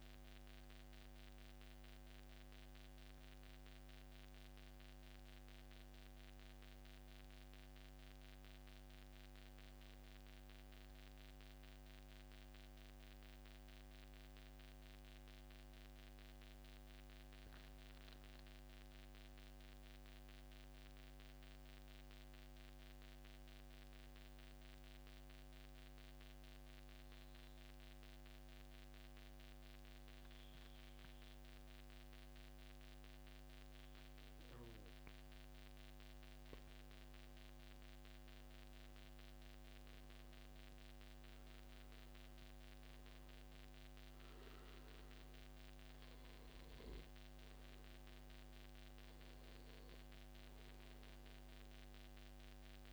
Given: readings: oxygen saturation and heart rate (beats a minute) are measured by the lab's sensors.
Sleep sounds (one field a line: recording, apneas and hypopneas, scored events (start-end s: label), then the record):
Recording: breathing in sleep, hard to hear, by a microphone on the trachea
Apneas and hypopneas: 1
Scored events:
0.00-11.50 s: oxygen desaturation (device-marked, oxygen 91% lowest, heart rate 103 extreme)
11.00-36.50 s: mixed apnea (oxygen 97% before, 92% lowest, heart rate 143 before, 112 extreme, up 0 after)
38.50-42.00 s: arousal
From the record:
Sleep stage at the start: N2 (light sleep)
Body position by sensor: on the back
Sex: male